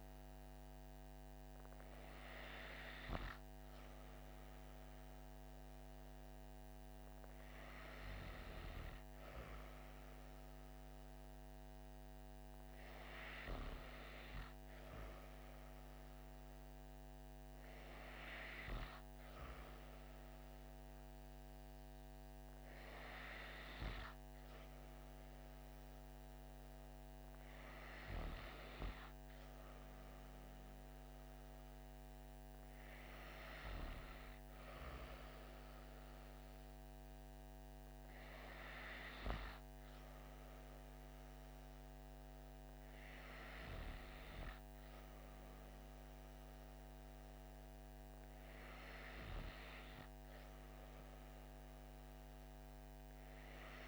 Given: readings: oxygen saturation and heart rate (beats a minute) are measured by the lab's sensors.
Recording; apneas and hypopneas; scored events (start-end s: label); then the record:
breathing in sleep by a microphone on the trachea; none
none scored
From the record:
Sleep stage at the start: N2 (light sleep); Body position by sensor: on the back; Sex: female